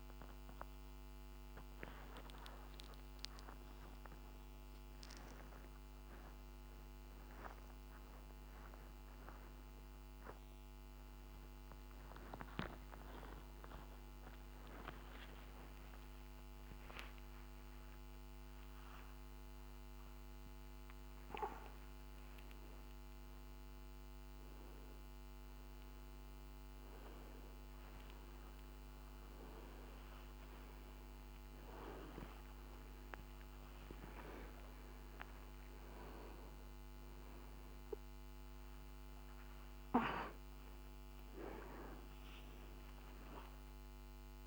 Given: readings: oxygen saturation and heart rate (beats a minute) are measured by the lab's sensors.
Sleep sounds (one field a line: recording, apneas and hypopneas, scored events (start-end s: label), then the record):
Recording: a person awake in a sleep study, by a microphone on the trachea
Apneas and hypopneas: none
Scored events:
none scored
From the record:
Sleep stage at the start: awake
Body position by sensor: on the back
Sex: male